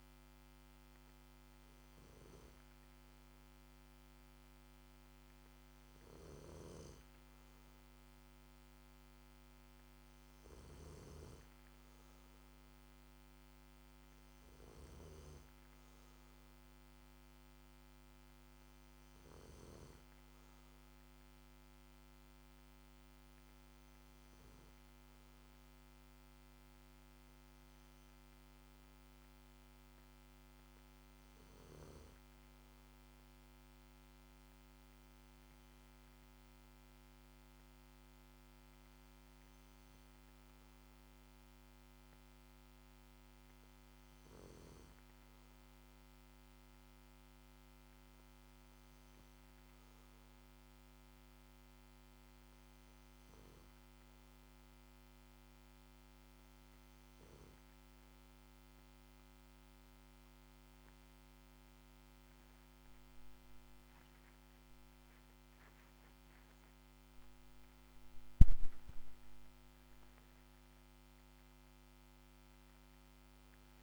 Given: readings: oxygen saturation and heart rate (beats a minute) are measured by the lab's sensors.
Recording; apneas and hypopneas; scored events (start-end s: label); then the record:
breathing in sleep, hard to hear, by a microphone on the trachea; none
6.00-11.00 s: snoring (device-marked)
62.50-66.00 s: arousal
From the record:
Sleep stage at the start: N2 (light sleep); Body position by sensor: on the back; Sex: male